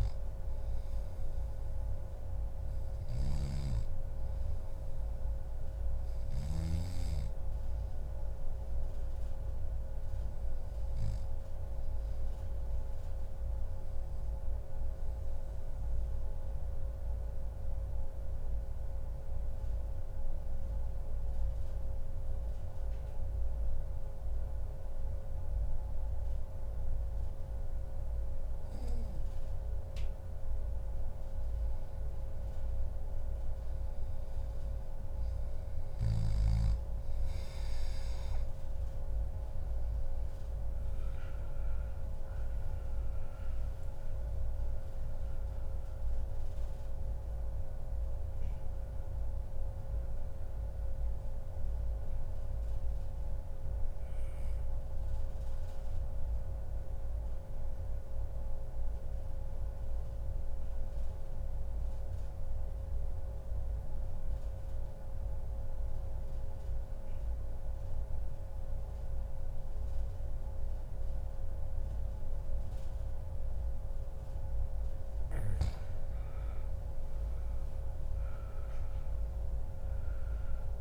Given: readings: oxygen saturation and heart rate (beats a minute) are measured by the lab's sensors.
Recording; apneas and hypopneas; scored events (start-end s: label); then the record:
breathing in sleep, hard to hear, by a room microphone; 2
9.50-13.50 s: arousal
14.50-16.50 s: long interval between heartbeats (device-marked, heart rate 137 before, 132 extreme)
16.00-29.00 s: obstructive apnea (oxygen 97% before, 92% lowest, heart rate 138 before, 106 extreme, up 38 after)
17.00-19.00 s: long interval between heartbeats (device-marked, heart rate 138 before, 114 extreme)
30.50-35.00 s: arousal
33.50-55.50 s: oxygen desaturation (device-marked, oxygen 97% before, 92% lowest, heart rate 126 before, 100 extreme)
52.00-75.00 s: obstructive apnea (oxygen 97% before, 92% lowest, heart rate 139 before, 101 extreme, up 28 after)
65.50-67.50 s: long interval between heartbeats (device-marked, heart rate 120 before, 116 extreme)
78.00-80.81 s: arousal
From the record:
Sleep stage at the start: N2 (light sleep); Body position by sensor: on the back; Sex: male